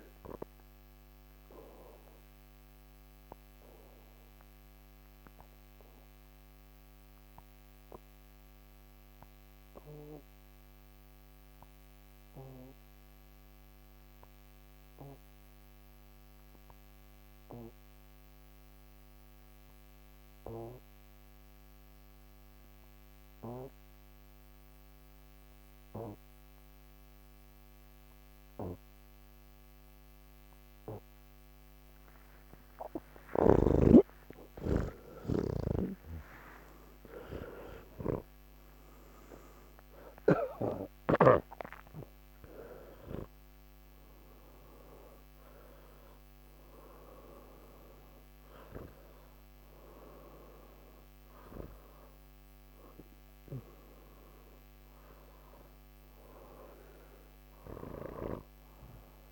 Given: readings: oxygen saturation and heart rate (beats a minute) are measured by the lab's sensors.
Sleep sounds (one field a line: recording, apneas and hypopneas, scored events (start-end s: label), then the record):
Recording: breathing in sleep by a microphone on the trachea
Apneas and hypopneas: 1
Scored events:
0.00-16.50 s: oxygen desaturation (device-marked, oxygen 81% lowest, heart rate 60 extreme)
1.00-32.50 s: obstructive apnea (oxygen 99% before, 79% lowest, heart rate 91 before, 70 extreme, up 7 after)
26.50-59.32 s: oxygen desaturation (device-marked, oxygen 99% before, 79% lowest, heart rate 127 before, 70 extreme)
From the record:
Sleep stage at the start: N3 (deep sleep)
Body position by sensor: on the back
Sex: male